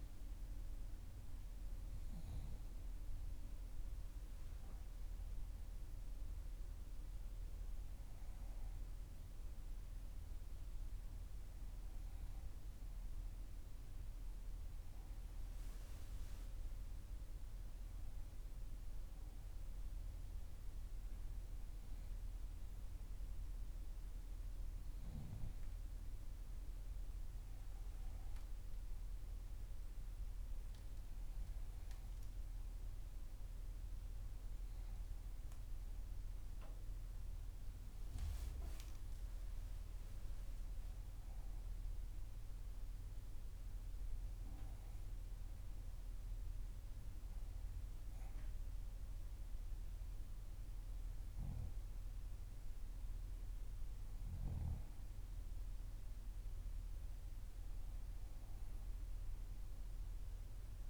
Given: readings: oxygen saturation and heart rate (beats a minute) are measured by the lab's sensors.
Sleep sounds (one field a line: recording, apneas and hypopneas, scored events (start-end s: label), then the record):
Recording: breathing in sleep, hard to hear, by a room microphone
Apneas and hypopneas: 1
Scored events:
17.50-27.50 s: hypopnea (oxygen 93% before, 93% lowest, heart rate 60 before, 58 extreme, up 2 after)
29.00-32.50 s: arousal
From the record:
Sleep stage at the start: N2 (light sleep)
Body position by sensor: on the back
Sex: female